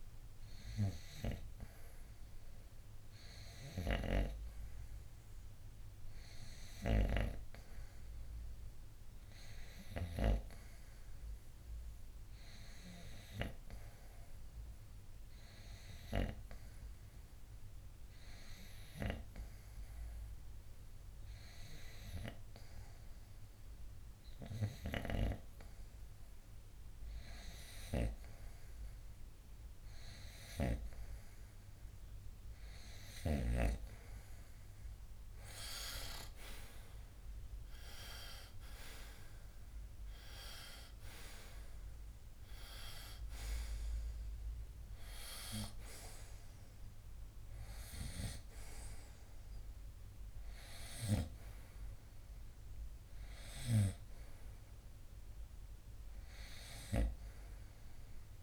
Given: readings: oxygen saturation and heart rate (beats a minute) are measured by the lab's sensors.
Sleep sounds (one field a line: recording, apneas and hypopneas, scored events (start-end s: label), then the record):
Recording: breathing in sleep by a room microphone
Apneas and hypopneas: none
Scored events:
19.50-35.50 s: oxygen desaturation (device-marked, oxygen 93% before, 89% lowest, heart rate 68 before, 64 extreme)
20.50-58.43 s: new sleep stage, N2 (light sleep)
38.00-42.50 s: arousal
From the record:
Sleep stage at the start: REM sleep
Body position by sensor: on the front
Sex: male